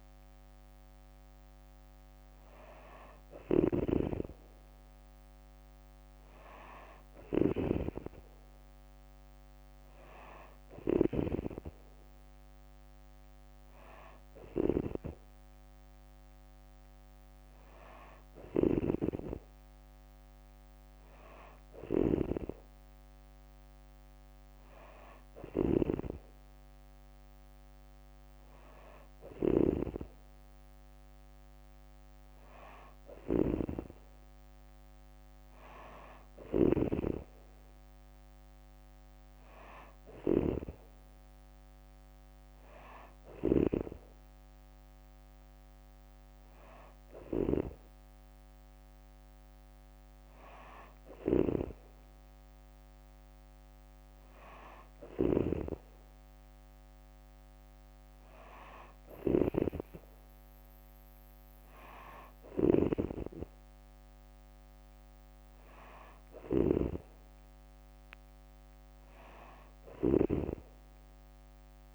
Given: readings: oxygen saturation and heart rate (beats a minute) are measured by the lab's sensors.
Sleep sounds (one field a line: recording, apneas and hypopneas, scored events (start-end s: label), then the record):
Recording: breathing in sleep by a microphone on the trachea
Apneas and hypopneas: none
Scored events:
3.00-71.95 s: snoring (device-marked)
From the record:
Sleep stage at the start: N2 (light sleep)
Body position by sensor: on the back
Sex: female